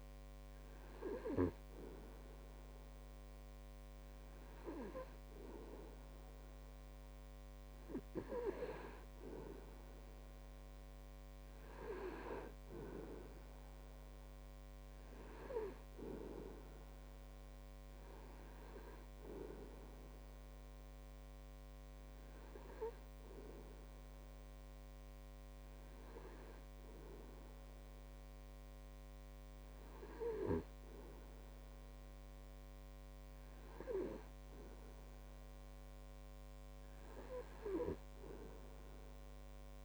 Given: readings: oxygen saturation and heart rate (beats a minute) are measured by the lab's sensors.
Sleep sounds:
breathing in sleep by a microphone on the trachea; none
none scored
From the record:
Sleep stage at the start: N2 (light sleep); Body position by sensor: on the right side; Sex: male

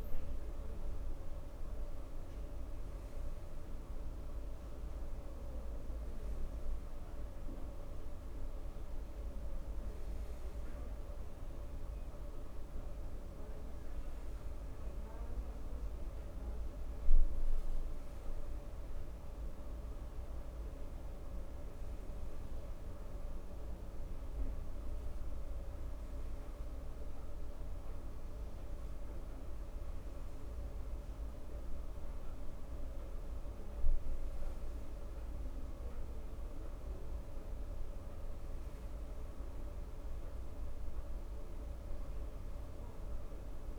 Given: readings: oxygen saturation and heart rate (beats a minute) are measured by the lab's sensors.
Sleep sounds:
breathing in sleep, hard to hear, by a room microphone; none
none scored
From the record:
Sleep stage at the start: N2 (light sleep); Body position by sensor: on the back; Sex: male

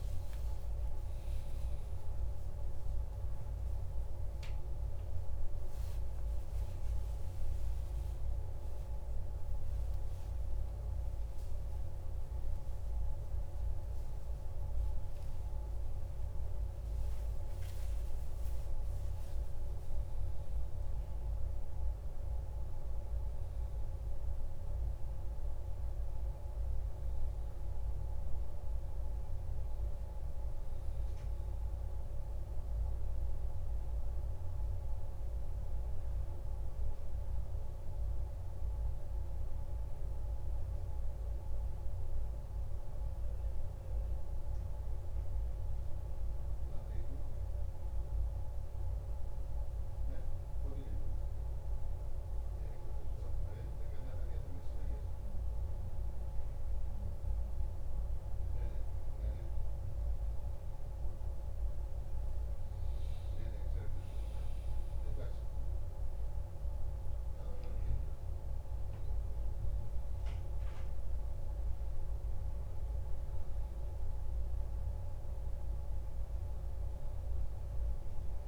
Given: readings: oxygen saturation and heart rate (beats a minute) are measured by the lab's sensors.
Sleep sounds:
a person partly awake in a sleep study, hard to hear, by a room microphone; none
28.00-78.48 s: new sleep stage, N1 (lightest sleep)
From the record:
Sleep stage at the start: awake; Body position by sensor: on the back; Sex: male

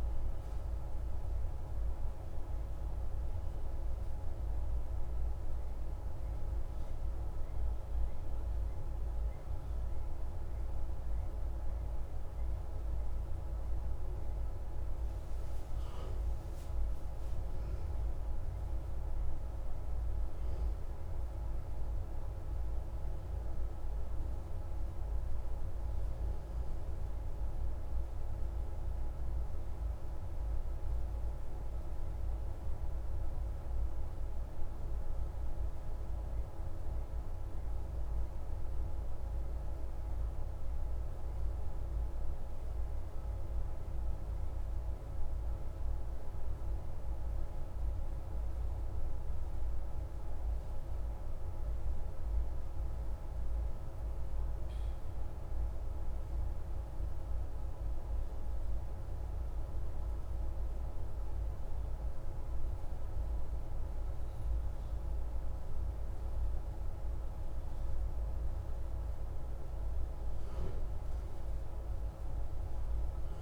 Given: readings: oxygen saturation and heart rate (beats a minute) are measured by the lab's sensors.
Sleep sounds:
breathing in sleep, hard to hear, by a room microphone; none
12.50-15.50 s: arousal
52.50-57.00 s: arousal
From the record:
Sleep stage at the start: N1 (lightest sleep); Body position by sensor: on the back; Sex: male

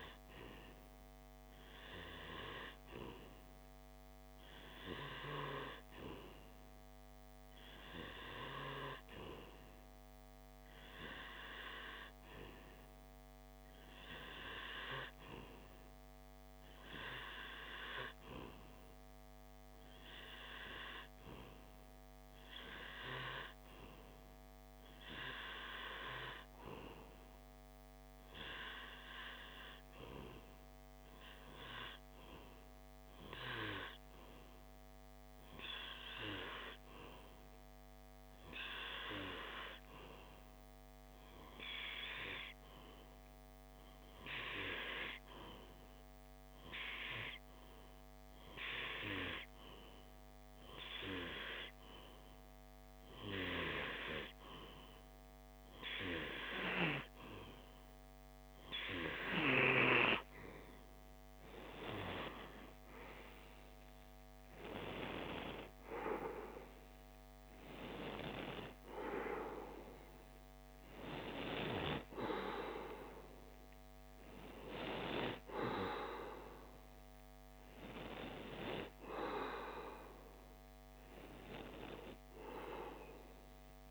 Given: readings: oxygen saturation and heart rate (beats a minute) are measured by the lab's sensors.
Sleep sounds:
breathing in sleep by a microphone on the trachea; 1
29.50-59.50 s: obstructive apnea (oxygen 96% before, 90% lowest)
61.00-65.50 s: arousal
From the record:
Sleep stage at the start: REM sleep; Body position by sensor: on the left side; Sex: male

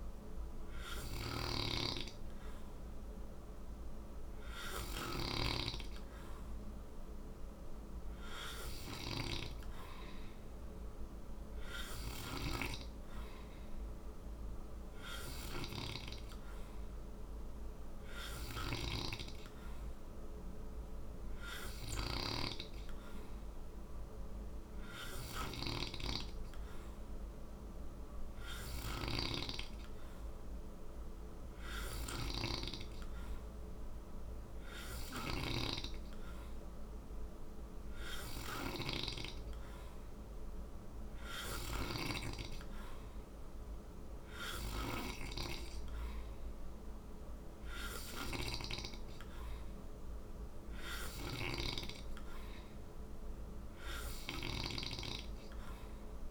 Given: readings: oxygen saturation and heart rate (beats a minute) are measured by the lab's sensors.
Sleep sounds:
breathing in sleep by a room microphone; none
0.00-18.00 s: snoring (device-marked)
34.50-41.50 s: snoring (device-marked)
47.50-51.00 s: snoring (device-marked)
From the record:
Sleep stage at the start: N2 (light sleep); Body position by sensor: on the right side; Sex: male

